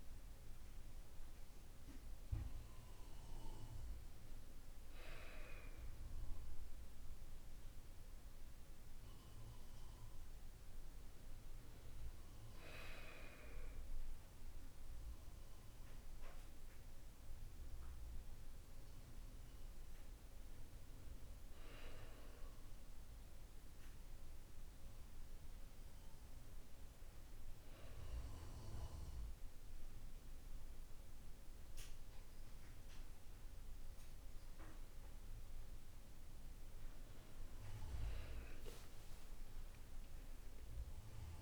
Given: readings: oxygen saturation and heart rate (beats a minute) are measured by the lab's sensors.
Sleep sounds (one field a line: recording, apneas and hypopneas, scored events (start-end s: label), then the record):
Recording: breathing in sleep by a room microphone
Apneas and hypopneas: none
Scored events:
38.00-41.42 s: arousal
From the record:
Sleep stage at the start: N1 (lightest sleep)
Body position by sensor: on the back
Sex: male